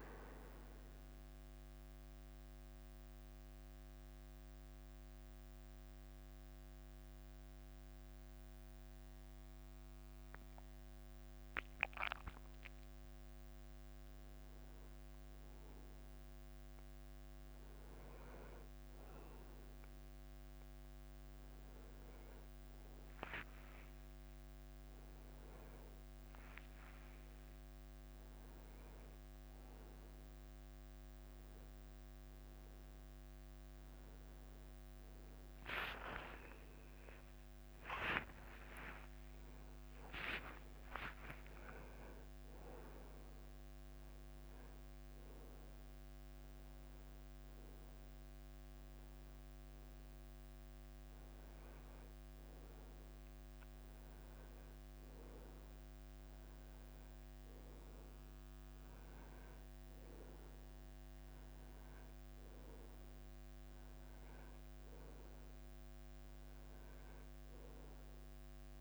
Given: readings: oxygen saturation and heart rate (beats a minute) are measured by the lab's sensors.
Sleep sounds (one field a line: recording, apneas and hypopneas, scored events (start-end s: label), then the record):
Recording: a person awake in a sleep study, by a microphone on the trachea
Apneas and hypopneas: 1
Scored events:
1.50-14.00 s: central apnea (oxygen 97% before, 94% lowest, heart rate 95 before, 94 extreme, up 6 after)
10.50-14.50 s: tachycardia (device-marked, heart rate 95 before, 101 extreme)
34.50-50.50 s: drop in pulse transit time (device-marked, heart rate 98 before, 98 extreme)
38.50-49.50 s: tachycardia (device-marked, heart rate 96 before, 104 extreme)
52.50-57.50 s: tachycardia (device-marked, heart rate 96 before, 101 extreme)
From the record:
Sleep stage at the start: awake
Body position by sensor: on the right side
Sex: male